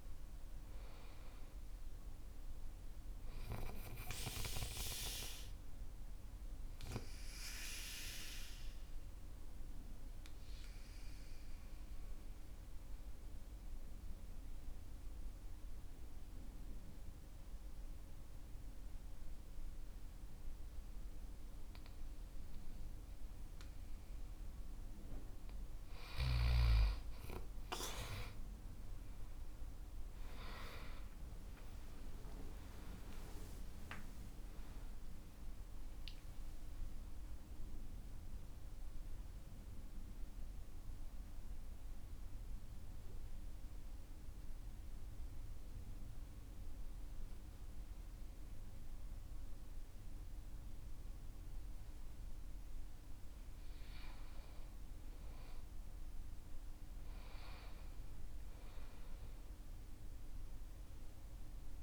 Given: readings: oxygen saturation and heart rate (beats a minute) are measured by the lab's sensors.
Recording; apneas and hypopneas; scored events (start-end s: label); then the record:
breathing in sleep by a room microphone; 2
0.00-2.00 s: oxygen desaturation (device-marked, oxygen 92% lowest, heart rate 47 extreme)
7.50-26.50 s: mixed apnea (oxygen 97% before, 93% lowest, heart rate 53 before, 47 extreme, up 23 after)
22.00-29.00 s: oxygen desaturation (device-marked, oxygen 97% before, 93% lowest, heart rate 50 before, 52 extreme)
31.50-36.00 s: arousal
43.00-54.00 s: central apnea (oxygen 98% before, 94% lowest, heart rate 64 before, 48 extreme, up 14 after)
58.00-61.83 s: arousal
From the record:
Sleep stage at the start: N2 (light sleep); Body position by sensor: on the back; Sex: male